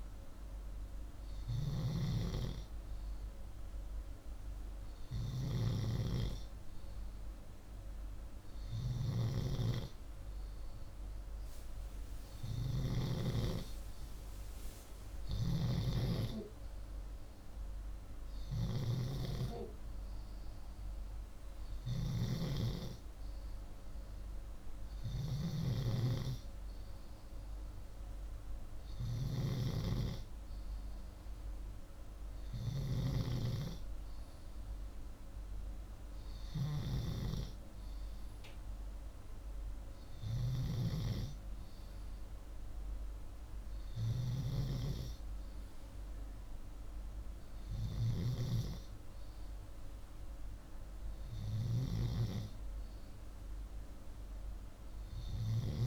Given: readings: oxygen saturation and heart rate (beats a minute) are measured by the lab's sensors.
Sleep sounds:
breathing in sleep by a room microphone; none
12.00-15.50 s: snoring (device-marked)
From the record:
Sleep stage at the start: N2 (light sleep); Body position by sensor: upright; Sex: male

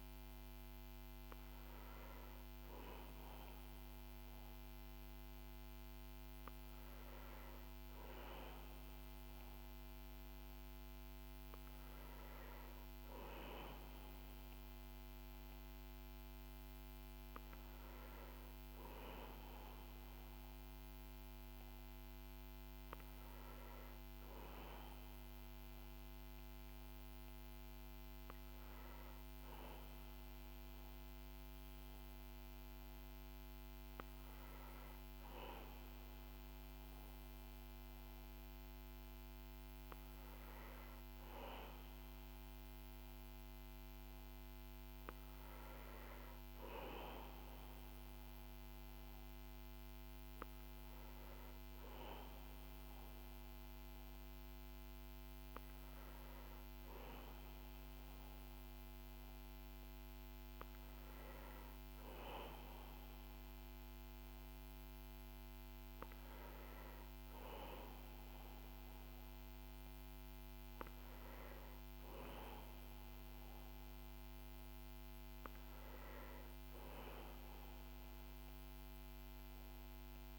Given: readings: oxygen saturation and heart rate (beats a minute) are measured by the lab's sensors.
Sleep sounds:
breathing in sleep, hard to hear, by a microphone on the trachea; none
none scored
From the record:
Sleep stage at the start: N1 (lightest sleep); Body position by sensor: on the back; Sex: male

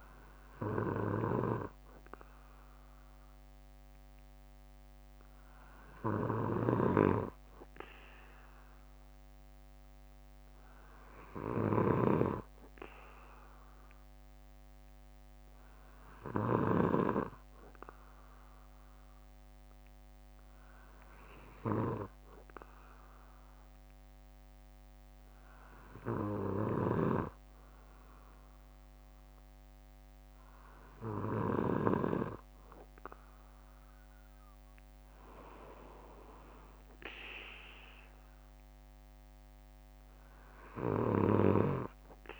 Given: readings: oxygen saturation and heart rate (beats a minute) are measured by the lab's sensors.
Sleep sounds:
breathing in sleep by a microphone on the trachea; none
1.00-4.00 s: bradycardia (device-marked, heart rate 59 before, 57 extreme)
11.00-13.00 s: bradycardia (device-marked, heart rate 59 before, 62 extreme)
29.00-31.00 s: bradycardia (device-marked, heart rate 60 before, 60 extreme)
41.00-42.40 s: bradycardia (device-marked, heart rate 60 before, 58 extreme)
From the record:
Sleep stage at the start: N2 (light sleep); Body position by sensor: on the back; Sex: male

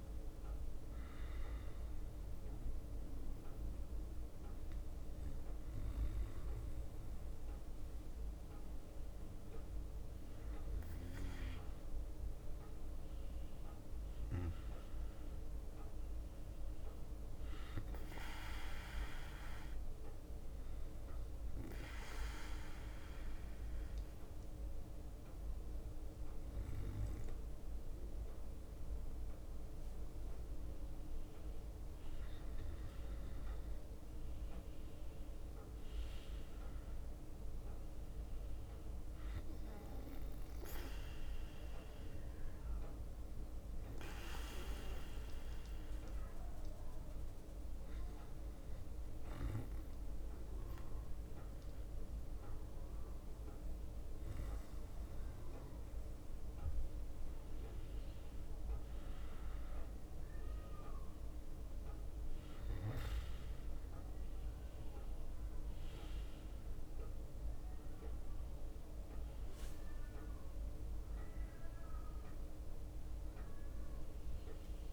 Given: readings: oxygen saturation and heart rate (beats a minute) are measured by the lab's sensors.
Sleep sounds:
breathing in sleep, hard to hear, by a room microphone; 3
0.00-3.00 s: leg movement (device-marked)
0.50-10.50 s: hypopnea (oxygen 97% before, 94% lowest, heart rate 63 before, 60 extreme, up 4 after)
6.50-10.50 s: leg movement (device-marked)
12.00-16.00 s: arousal
14.00-17.00 s: leg movement (device-marked)
19.50-23.00 s: leg movement (device-marked)
20.50-31.50 s: obstructive apnea (oxygen 97% before, 94% lowest, heart rate 64 before, 61 extreme, up 8 after)
25.50-29.00 s: leg movement (device-marked)
30.50-34.00 s: leg movement (device-marked)
32.50-37.00 s: arousal
35.00-37.50 s: leg movement (device-marked)
39.50-42.50 s: leg movement (device-marked)
43.50-56.00 s: hypopnea (oxygen 97% before, 94% lowest, heart rate 64 before, 62 extreme, up 6 after)
44.00-47.00 s: leg movement (device-marked)
49.00-52.00 s: leg movement (device-marked)
54.50-58.00 s: leg movement (device-marked)
58.50-62.50 s: arousal
58.50-74.93 s: new sleep stage, N1 (lightest sleep)
59.50-64.00 s: leg movement (device-marked)
65.00-69.50 s: leg movement (device-marked)
70.50-74.00 s: leg movement (device-marked)
From the record:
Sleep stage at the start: N2 (light sleep); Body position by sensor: on the back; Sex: male

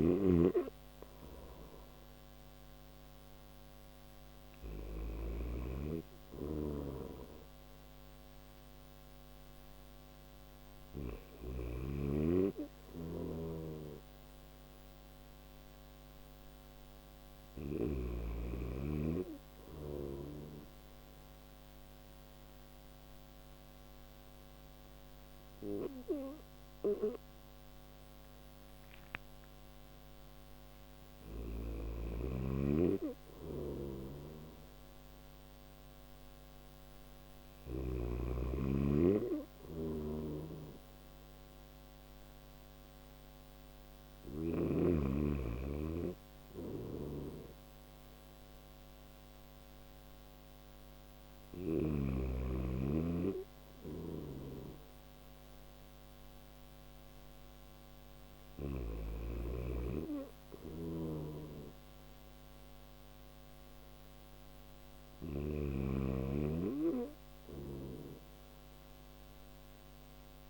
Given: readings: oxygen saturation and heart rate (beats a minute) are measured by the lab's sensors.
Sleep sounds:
breathing in sleep by a microphone on the trachea; none
0.00-10.00 s: snoring (device-marked)
12.00-17.00 s: snoring (device-marked)
32.50-37.00 s: snoring (device-marked)
39.00-43.50 s: snoring (device-marked)
45.50-51.00 s: snoring (device-marked)
53.00-58.00 s: snoring (device-marked)
60.00-64.50 s: snoring (device-marked)
66.50-70.50 s: snoring (device-marked)
From the record:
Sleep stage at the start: N1 (lightest sleep); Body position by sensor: on the back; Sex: male

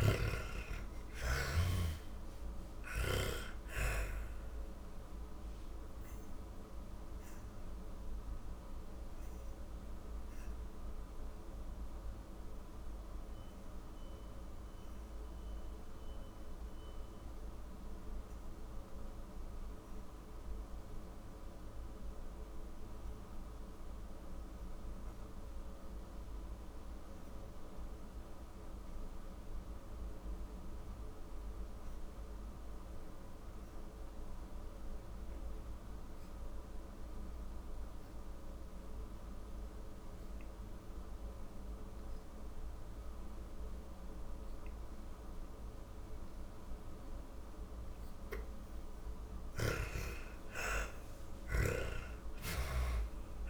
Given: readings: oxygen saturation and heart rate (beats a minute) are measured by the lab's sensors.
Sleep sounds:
breathing in sleep by a room microphone; 1
0.00-1.00 s: arousal
0.00-27.00 s: oxygen desaturation (device-marked, oxygen 80% lowest, heart rate 40 extreme)
4.50-45.00 s: obstructive apnea (oxygen 98% before, 75% lowest, heart rate 61 before, 40 extreme, up 33 after)
34.00-53.50 s: oxygen desaturation (device-marked, oxygen 97% before, 75% lowest, heart rate 48 before, 47 extreme)
48.00-53.50 s: arousal
From the record:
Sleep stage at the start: N2 (light sleep); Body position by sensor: on the back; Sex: female

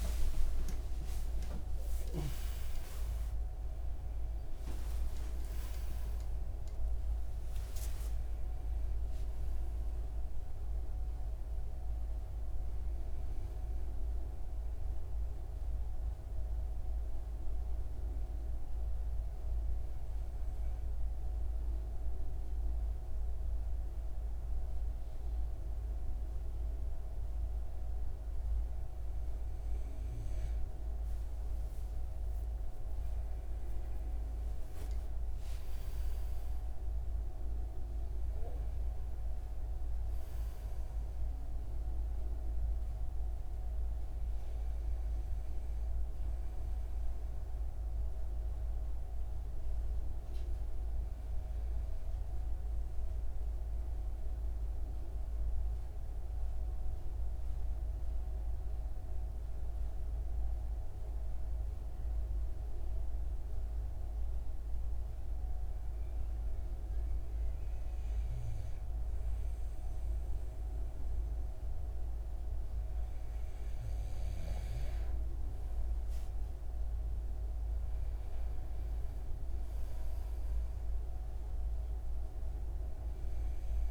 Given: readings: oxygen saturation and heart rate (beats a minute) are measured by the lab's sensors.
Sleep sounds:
breathing in sleep, hard to hear, by a room microphone; 2
0.00-3.00 s: arousal
0.00-16.00 s: oxygen desaturation (device-marked, oxygen 91% lowest)
15.00-28.50 s: hypopnea (oxygen 96% before, 93% lowest)
31.00-35.00 s: arousal
35.00-58.00 s: oxygen desaturation (device-marked, oxygen 97% before, 93% lowest)
49.50-69.00 s: hypopnea (oxygen 97% before, 93% lowest)
71.00-74.50 s: arousal
From the record:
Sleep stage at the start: N2 (light sleep); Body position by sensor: on the right side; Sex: male

